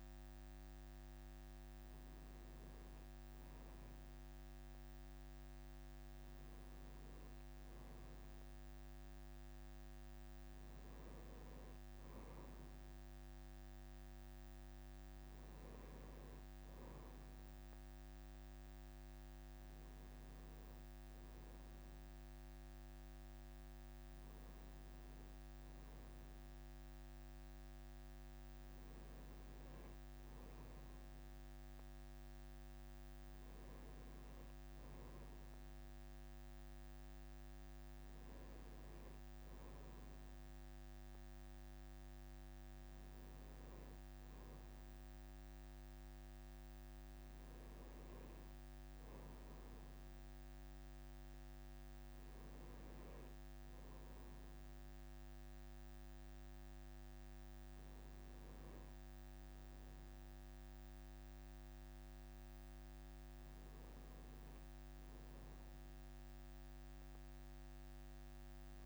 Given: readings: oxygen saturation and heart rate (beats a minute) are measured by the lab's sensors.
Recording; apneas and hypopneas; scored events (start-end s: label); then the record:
breathing in sleep, hard to hear, by a microphone on the trachea; none
none scored
From the record:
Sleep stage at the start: N2 (light sleep); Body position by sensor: on the right side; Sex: male